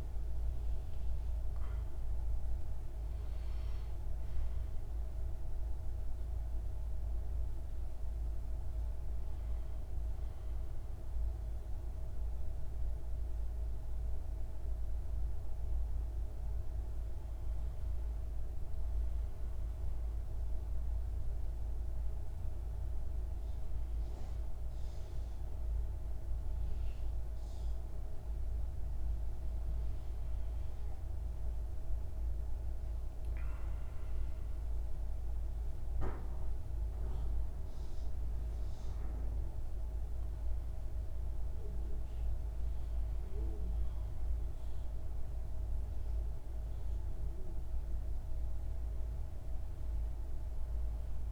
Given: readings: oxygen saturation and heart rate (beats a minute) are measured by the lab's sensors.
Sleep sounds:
a person partly awake in a sleep study, hard to hear, by a room microphone; 1
0.00-11.00 s: oxygen desaturation (device-marked, oxygen 92% lowest, heart rate 61 extreme)
9.00-51.32 s: new sleep stage, N1 (lightest sleep)
28.00-45.00 s: oxygen desaturation (device-marked, oxygen 99% before, 95% lowest, heart rate 62 before, 61 extreme)
31.00-41.50 s: obstructive apnea (oxygen 99% before, 94% lowest, heart rate 62 before, 61 extreme, up 4 after)
45.00-50.00 s: arousal
From the record:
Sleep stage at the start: awake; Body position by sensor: on the right side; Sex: male

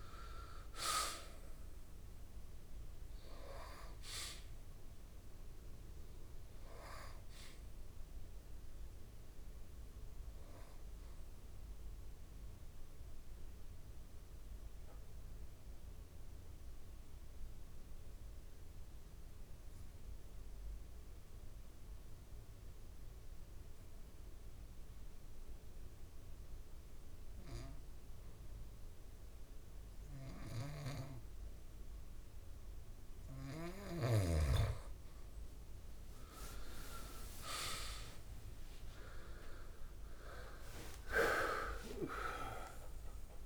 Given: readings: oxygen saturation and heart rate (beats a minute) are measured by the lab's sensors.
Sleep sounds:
breathing in sleep by a room microphone; 1
0.00-18.00 s: oxygen desaturation (device-marked, oxygen 85% lowest, heart rate 63 extreme)
12.50-32.50 s: central apnea (oxygen 97% before, 86% lowest, heart rate 79 before, 63 extreme, up 27 after)
32.00-43.46 s: oxygen desaturation (device-marked, oxygen 99% before, 86% lowest, heart rate 64 before, 67 extreme)
37.00-41.00 s: arousal
From the record:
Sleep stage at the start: N2 (light sleep); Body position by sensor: on the back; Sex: male

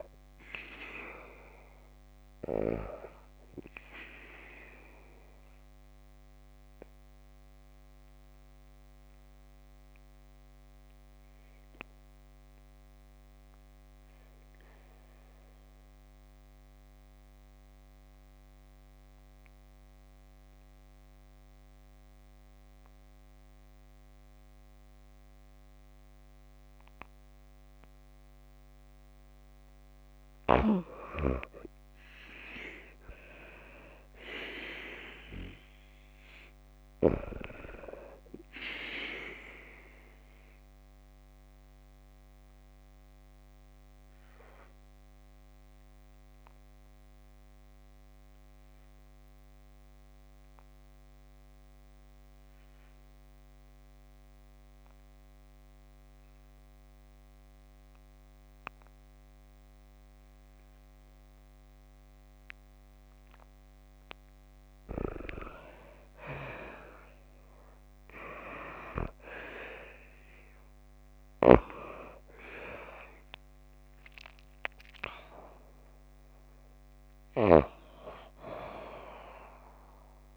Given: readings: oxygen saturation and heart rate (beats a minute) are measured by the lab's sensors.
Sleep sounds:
breathing in sleep by a microphone on the trachea; 2
0.00-1.50 s: oxygen desaturation (device-marked, oxygen 90% lowest, heart rate 50 extreme)
4.50-29.00 s: obstructive apnea (oxygen 96% before, 87% lowest, heart rate 66 before, 50 extreme, up 25 after)
33.00-36.50 s: arousal
38.50-60.50 s: oxygen desaturation (device-marked, oxygen 96% before, 89% lowest, heart rate 57 before, 52 extreme)
39.50-63.00 s: obstructive apnea (oxygen 96% before, 87% lowest, heart rate 57 before, 52 extreme, up 11 after)
66.00-69.50 s: arousal
69.50-80.37 s: oxygen desaturation (device-marked, oxygen 96% before, 87% lowest, heart rate 55 before, 51 extreme)
From the record:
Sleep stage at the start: N2 (light sleep); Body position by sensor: on the back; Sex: female

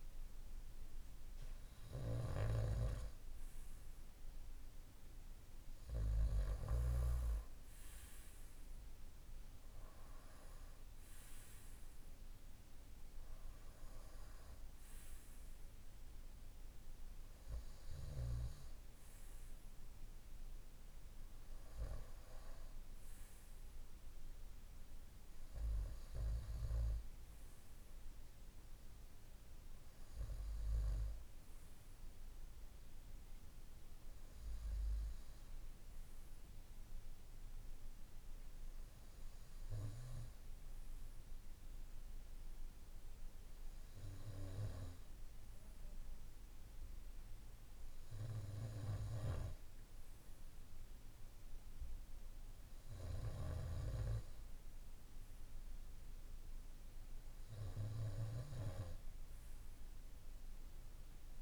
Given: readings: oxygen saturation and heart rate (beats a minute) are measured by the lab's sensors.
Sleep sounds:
breathing in sleep by a room microphone; none
1.50-6.50 s: snoring (device-marked)
From the record:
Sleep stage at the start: N2 (light sleep); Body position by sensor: on the right side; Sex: male

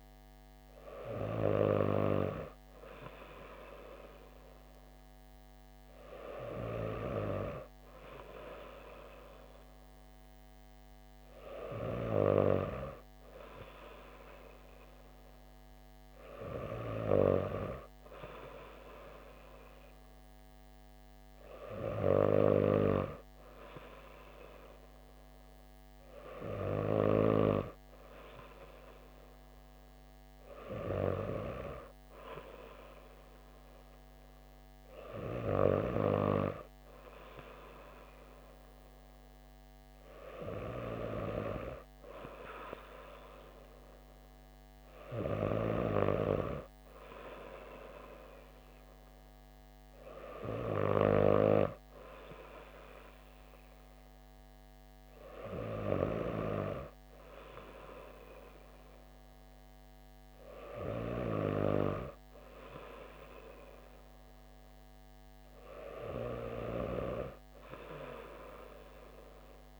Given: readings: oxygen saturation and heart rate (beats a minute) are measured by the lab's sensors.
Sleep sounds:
breathing in sleep by a microphone on the trachea; none
none scored
From the record:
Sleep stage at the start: N2 (light sleep); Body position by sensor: on the back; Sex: female

